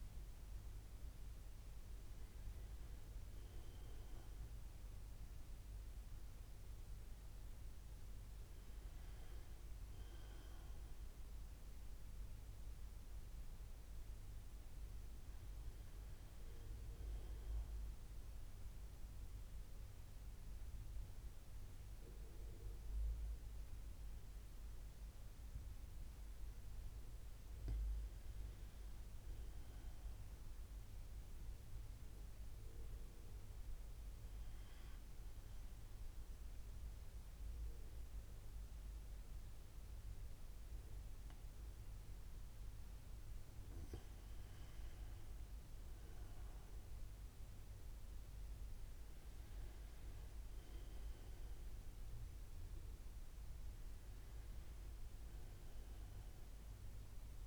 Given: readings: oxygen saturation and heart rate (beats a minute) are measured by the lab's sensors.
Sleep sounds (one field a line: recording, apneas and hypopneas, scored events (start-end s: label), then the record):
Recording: breathing in sleep, hard to hear, by a room microphone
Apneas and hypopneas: none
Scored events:
10.00-57.47 s: new sleep stage, N2 (light sleep)
53.50-57.47 s: arousal
From the record:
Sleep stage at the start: N1 (lightest sleep)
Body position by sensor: on the right side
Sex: male